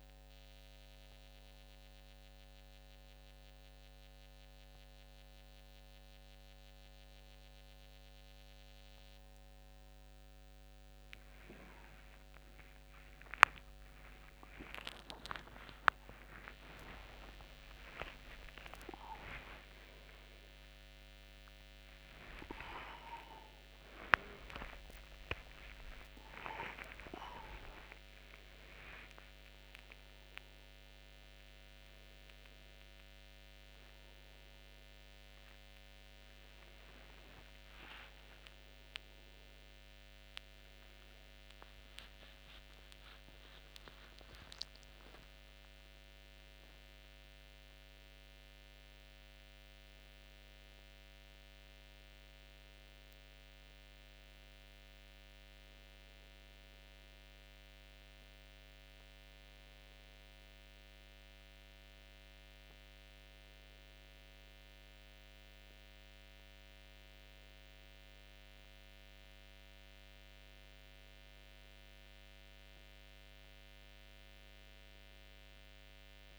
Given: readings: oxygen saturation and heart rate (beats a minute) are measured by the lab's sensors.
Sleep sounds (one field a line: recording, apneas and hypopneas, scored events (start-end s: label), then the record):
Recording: a person partly awake in a sleep study, by a microphone on the trachea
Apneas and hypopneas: none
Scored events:
12.00-14.00 s: long interval between heartbeats (device-marked, heart rate 83 before, 96 extreme)
17.00-19.00 s: long interval between heartbeats (device-marked, heart rate 89 before, 132 extreme)
19.50-21.50 s: long interval between heartbeats (device-marked, heart rate 97 before, 138 extreme)
19.50-49.50 s: new sleep stage, awake
24.00-26.00 s: long interval between heartbeats (device-marked, heart rate 108 before, 115 extreme)
43.00-45.00 s: long interval between heartbeats (device-marked, heart rate 101 before, 100 extreme)
49.50-76.39 s: new sleep stage, N1 (lightest sleep)
From the record:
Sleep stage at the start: N2 (light sleep)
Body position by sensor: on the back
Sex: male